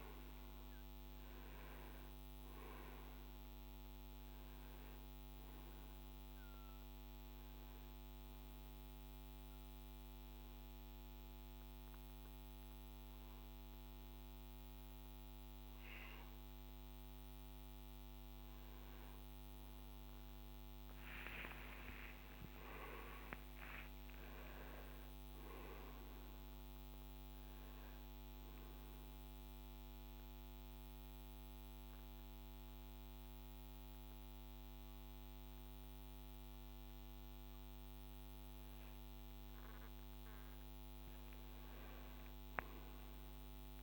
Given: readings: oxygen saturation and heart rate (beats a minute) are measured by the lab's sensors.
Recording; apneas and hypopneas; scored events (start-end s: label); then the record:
breathing in sleep by a microphone on the trachea; 2
0.00-1.00 s: arousal
2.50-16.50 s: oxygen desaturation (device-marked, oxygen 96% before, 88% lowest, heart rate 59 before, 52 extreme)
8.00-19.00 s: hypopnea (oxygen 96% before, 88% lowest, heart rate 62 before, 52 extreme, up 14 after)
21.50-26.00 s: arousal
29.00-39.50 s: obstructive apnea (oxygen 96% before, 89% lowest, heart rate 64 before, 49 extreme, up 19 after)
From the record:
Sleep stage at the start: N2 (light sleep); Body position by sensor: on the right side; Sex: male